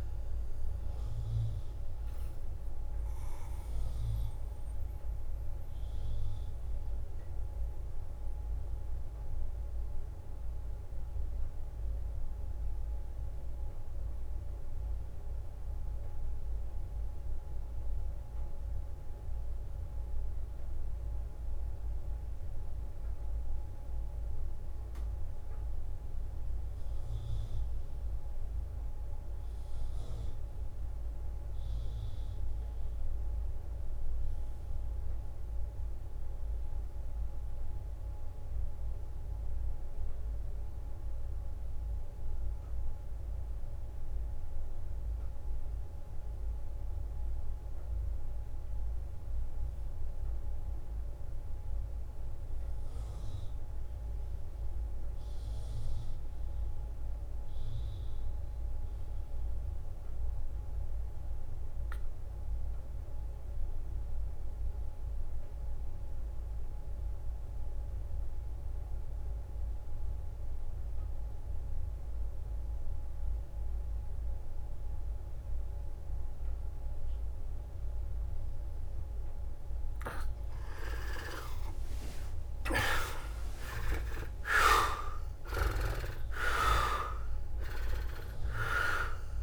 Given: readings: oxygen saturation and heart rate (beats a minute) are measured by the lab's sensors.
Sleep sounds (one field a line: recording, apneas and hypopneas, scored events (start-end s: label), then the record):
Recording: breathing in sleep by a room microphone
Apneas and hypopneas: 1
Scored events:
0.00-6.00 s: drop in pulse transit time (device-marked, heart rate 59 extreme)
0.00-27.00 s: oxygen desaturation (device-marked, oxygen 86% lowest, heart rate 54 extreme)
4.50-78.00 s: mixed apnea (oxygen 97% before, 71% lowest, heart rate 64 before, 54 extreme, up 19 after)
41.00-89.43 s: oxygen desaturation (device-marked, oxygen 100% before, 71% lowest, heart rate 56 before, 51 extreme)
80.50-86.00 s: leg movement (device-marked)
82.00-87.00 s: arousal
82.00-89.43 s: drop in pulse transit time (device-marked, heart rate 59 before, 64 extreme)
86.50-87.50 s: leg movement (device-marked)
From the record:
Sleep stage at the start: N2 (light sleep)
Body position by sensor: on the right side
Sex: male